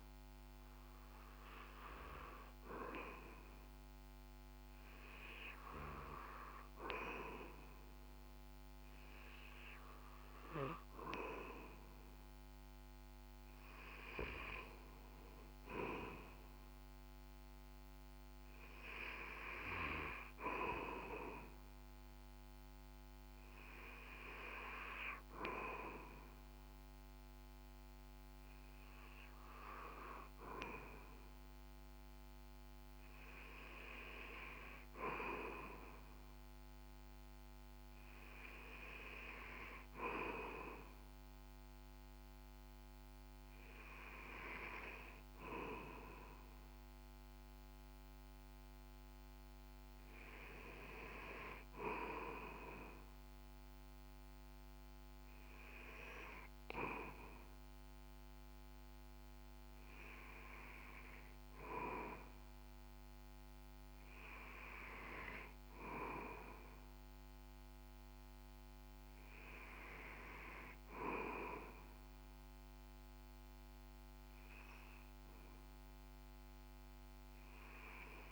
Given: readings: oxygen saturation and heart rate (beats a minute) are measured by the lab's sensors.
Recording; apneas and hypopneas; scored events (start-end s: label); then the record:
breathing in sleep by a microphone on the trachea; none
0.00-1.50 s: arousal
0.00-21.50 s: oxygen desaturation (device-marked, oxygen 92% lowest, heart rate 62 extreme)
From the record:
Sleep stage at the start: REM sleep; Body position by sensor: on the back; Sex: male